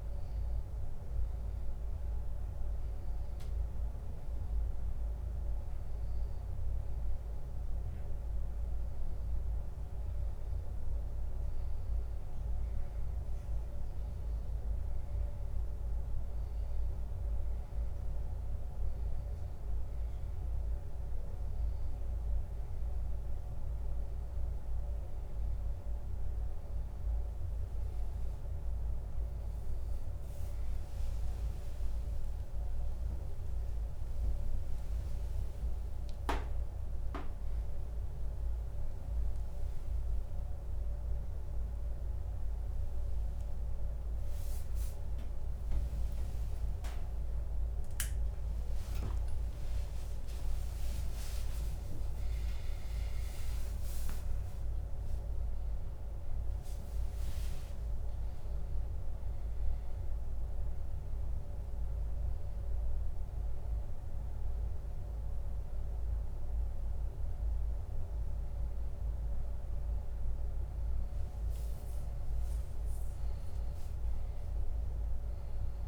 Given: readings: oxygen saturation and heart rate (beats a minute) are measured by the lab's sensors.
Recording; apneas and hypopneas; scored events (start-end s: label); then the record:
a person partly awake in a sleep study, hard to hear, by a room microphone; none
38.50-75.88 s: new sleep stage, awake
From the record:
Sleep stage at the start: N1 (lightest sleep); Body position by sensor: on the back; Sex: male